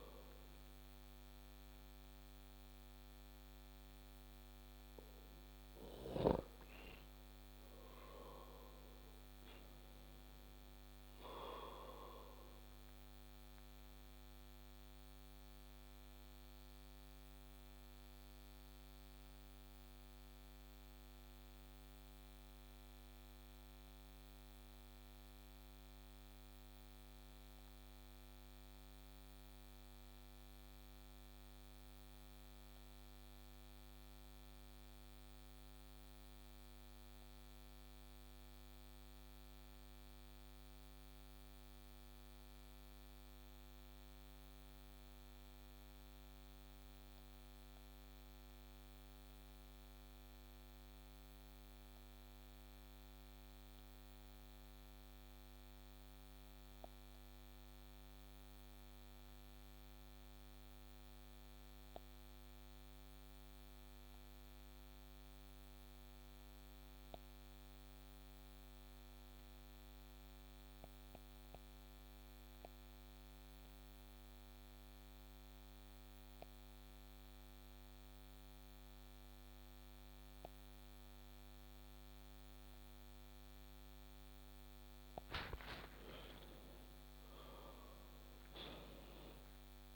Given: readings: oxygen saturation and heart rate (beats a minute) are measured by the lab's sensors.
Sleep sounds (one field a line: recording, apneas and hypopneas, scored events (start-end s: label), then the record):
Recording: breathing in sleep by a microphone on the trachea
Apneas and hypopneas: 1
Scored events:
0.00-1.00 s: arousal
13.50-85.50 s: obstructive apnea (oxygen 96% before, 83% lowest)
55.50-89.96 s: oxygen desaturation (device-marked, oxygen 98% before, 83% lowest)
87.50-89.96 s: arousal
From the record:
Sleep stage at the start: N2 (light sleep)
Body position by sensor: on the back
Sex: male